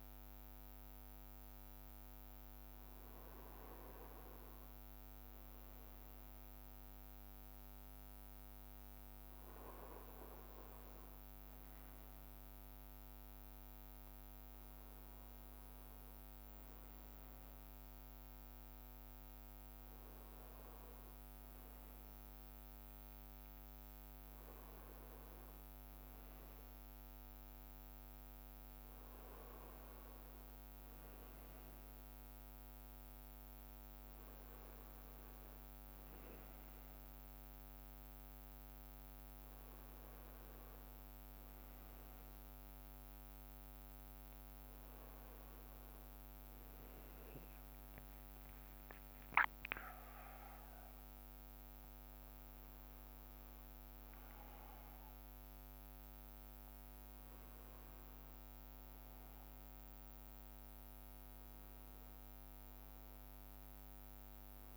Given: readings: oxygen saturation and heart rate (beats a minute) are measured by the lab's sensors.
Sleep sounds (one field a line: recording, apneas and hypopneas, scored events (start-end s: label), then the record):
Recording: breathing in sleep, hard to hear, by a microphone on the trachea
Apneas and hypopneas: none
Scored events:
47.50-52.00 s: arousal
From the record:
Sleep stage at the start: N1 (lightest sleep)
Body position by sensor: on the right side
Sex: male